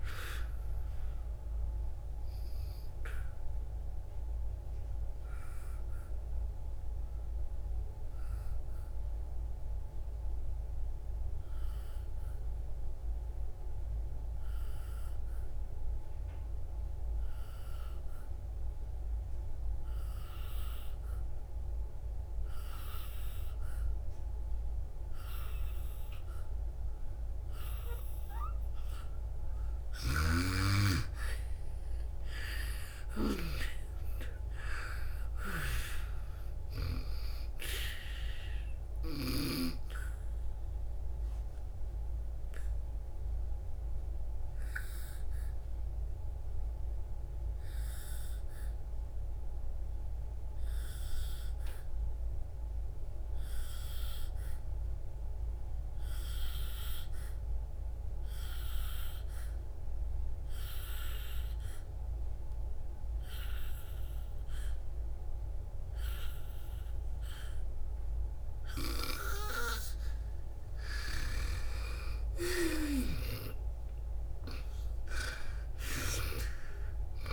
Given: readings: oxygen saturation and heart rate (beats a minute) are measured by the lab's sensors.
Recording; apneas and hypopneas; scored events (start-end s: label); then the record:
breathing in sleep by a room microphone; 2
0.00-9.50 s: oxygen desaturation (device-marked, oxygen 89% lowest, heart rate 53 extreme)
3.50-29.00 s: obstructive apnea (oxygen 98% before, 89% lowest, heart rate 67 before, 53 extreme, up 12 after)
31.50-36.00 s: arousal
35.50-60.50 s: oxygen desaturation (device-marked, oxygen 98% before, 89% lowest, heart rate 60 before, 56 extreme)
41.00-70.00 s: obstructive apnea (oxygen 98% before, 88% lowest, heart rate 64 before, 55 extreme, up 11 after)
72.00-76.00 s: arousal
From the record:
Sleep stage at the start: N2 (light sleep); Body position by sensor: on the back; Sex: female